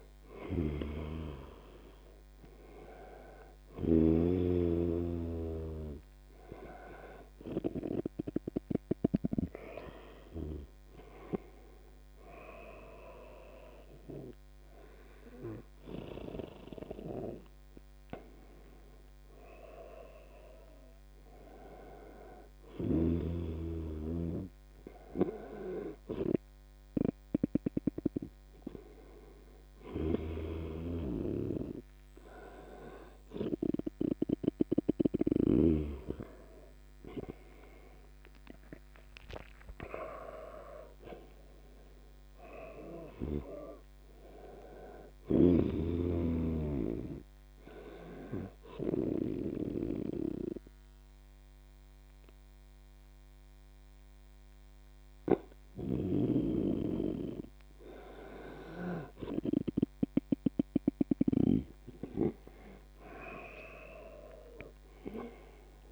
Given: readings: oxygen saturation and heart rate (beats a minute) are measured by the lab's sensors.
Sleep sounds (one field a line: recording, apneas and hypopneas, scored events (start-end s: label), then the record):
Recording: breathing in sleep by a microphone on the trachea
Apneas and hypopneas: 1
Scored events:
38.50-65.92 s: new sleep stage, N2 (light sleep)
39.00-44.50 s: arousal
48.00-58.00 s: obstructive apnea (oxygen 97% before, 88% lowest, heart rate 86 before, 72 extreme, up 9 after)
61.00-65.00 s: arousal
From the record:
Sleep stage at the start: N1 (lightest sleep)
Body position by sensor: on the back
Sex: male